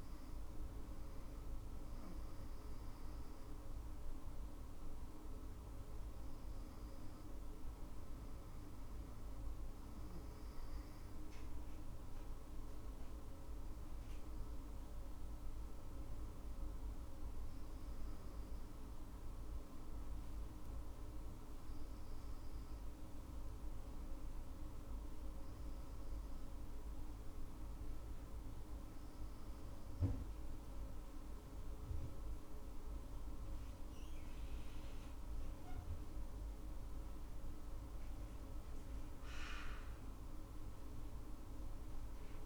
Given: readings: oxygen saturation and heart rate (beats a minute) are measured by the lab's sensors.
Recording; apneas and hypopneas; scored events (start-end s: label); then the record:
breathing in sleep, hard to hear, by a room microphone; none
32.00-37.00 s: arousal
From the record:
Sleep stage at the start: N2 (light sleep); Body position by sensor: on the back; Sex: female